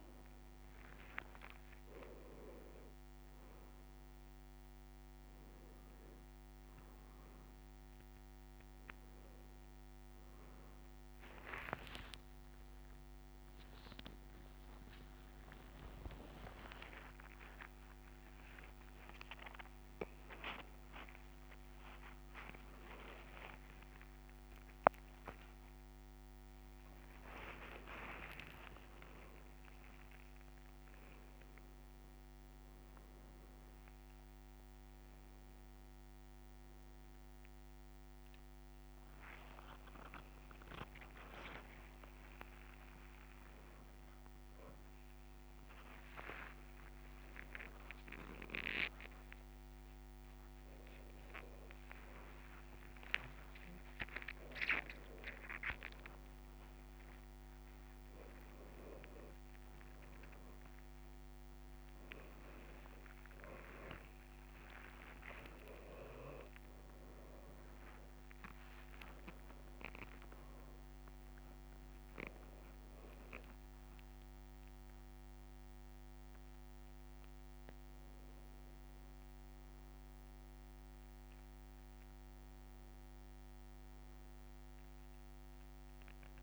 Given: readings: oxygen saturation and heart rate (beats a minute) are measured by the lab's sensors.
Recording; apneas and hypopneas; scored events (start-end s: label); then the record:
a person awake in a sleep study, by a microphone on the trachea; none
14.50-16.50 s: leg movement (device-marked)
41.00-42.50 s: leg movement (device-marked)
45.50-48.00 s: leg movement (device-marked)
52.00-54.00 s: leg movement (device-marked)
56.50-63.00 s: leg movement (device-marked)
65.00-70.50 s: leg movement (device-marked)
72.50-78.00 s: leg movement (device-marked)
82.50-84.50 s: leg movement (device-marked)
From the record:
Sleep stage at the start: awake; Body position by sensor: upright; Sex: male